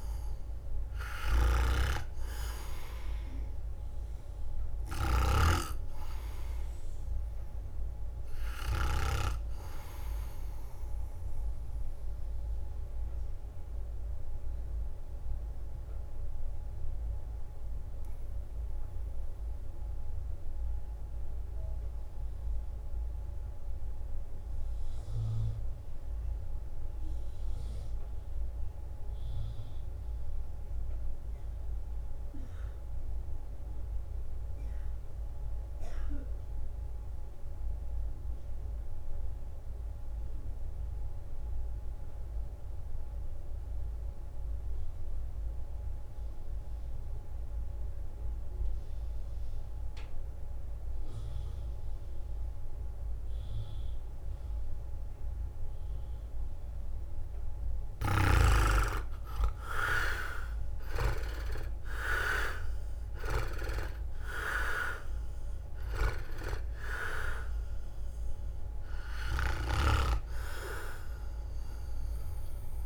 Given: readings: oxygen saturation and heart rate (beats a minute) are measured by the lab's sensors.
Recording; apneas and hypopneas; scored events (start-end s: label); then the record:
breathing in sleep by a room microphone; 1
0.00-15.50 s: drop in pulse transit time (device-marked, heart rate 54 extreme)
13.50-56.50 s: obstructive apnea (oxygen 97% before, 83% lowest, heart rate 57 before, 51 extreme, up 17 after)
15.50-30.50 s: oxygen desaturation (device-marked, oxygen 97% before, 93% lowest, heart rate 56 before, 51 extreme)
35.50-45.50 s: drop in pulse transit time (device-marked, heart rate 53 before, 54 extreme)
51.50-72.86 s: oxygen desaturation (device-marked, oxygen 96% before, 83% lowest, heart rate 55 before, 53 extreme)
59.00-64.50 s: arousal
60.50-72.86 s: drop in pulse transit time (device-marked, heart rate 56 before, 56 extreme)
From the record:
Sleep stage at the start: REM sleep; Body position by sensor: on the right side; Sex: male